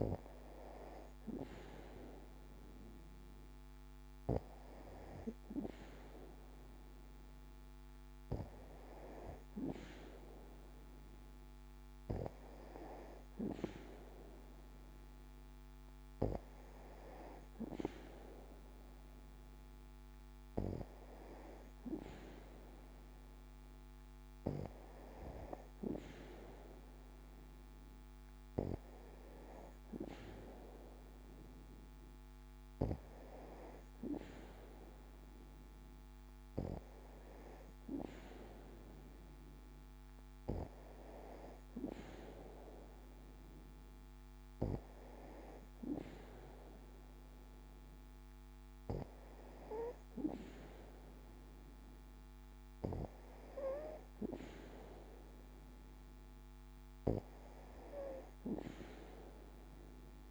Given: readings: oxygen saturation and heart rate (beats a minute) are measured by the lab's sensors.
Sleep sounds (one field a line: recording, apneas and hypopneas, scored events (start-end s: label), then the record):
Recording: breathing in sleep by a microphone on the trachea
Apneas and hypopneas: none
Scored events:
none scored
From the record:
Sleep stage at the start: N2 (light sleep)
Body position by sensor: on the back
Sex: female